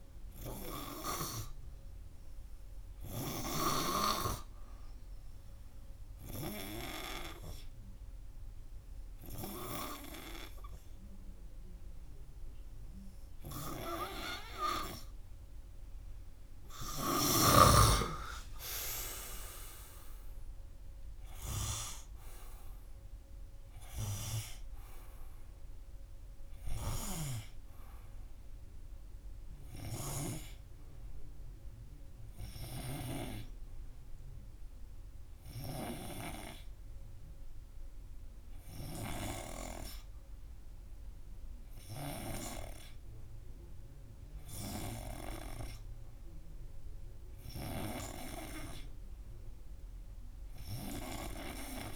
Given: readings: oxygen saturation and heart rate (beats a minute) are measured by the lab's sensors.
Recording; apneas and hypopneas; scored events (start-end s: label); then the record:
breathing in sleep by a room microphone; none
18.00-22.50 s: arousal
From the record:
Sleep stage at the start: N3 (deep sleep); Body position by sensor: on the front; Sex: male